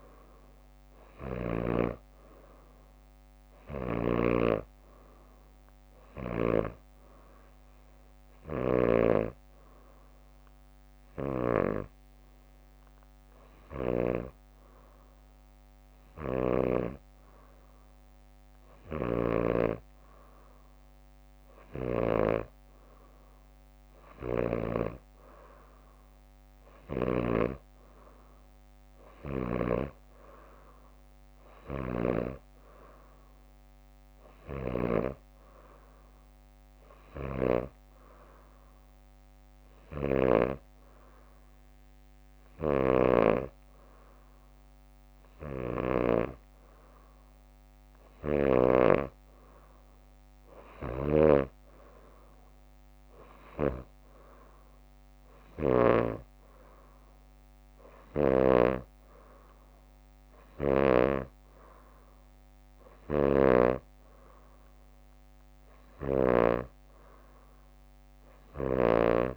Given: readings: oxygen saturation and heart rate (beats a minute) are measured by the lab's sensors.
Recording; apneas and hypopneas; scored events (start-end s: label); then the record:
breathing in sleep by a microphone on the trachea; 1
0.00-1.00 s: arousal
4.00-9.00 s: snoring (device-marked)
8.50-19.50 s: hypopnea (oxygen 91% before, 88% lowest, heart rate 65 before, 60 extreme, up 6 after)
18.00-26.00 s: drop in pulse transit time (device-marked, heart rate 64 before, 60 extreme)
21.50-24.00 s: arousal
27.00-40.50 s: snoring (device-marked)
42.50-61.00 s: snoring (device-marked)
63.00-66.50 s: snoring (device-marked)
From the record:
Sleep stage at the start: N2 (light sleep); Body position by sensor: on the back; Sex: female